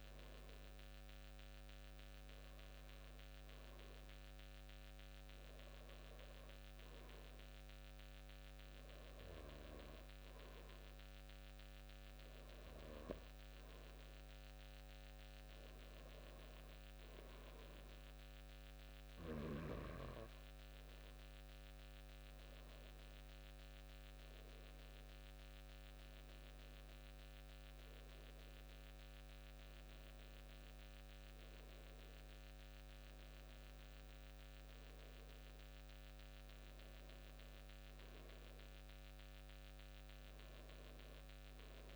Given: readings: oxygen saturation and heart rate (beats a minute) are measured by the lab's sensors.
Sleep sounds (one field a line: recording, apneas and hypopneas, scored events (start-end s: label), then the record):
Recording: breathing in sleep, hard to hear, by a microphone on the trachea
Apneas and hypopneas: none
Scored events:
none scored
From the record:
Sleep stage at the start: N2 (light sleep)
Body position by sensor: on the back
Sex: male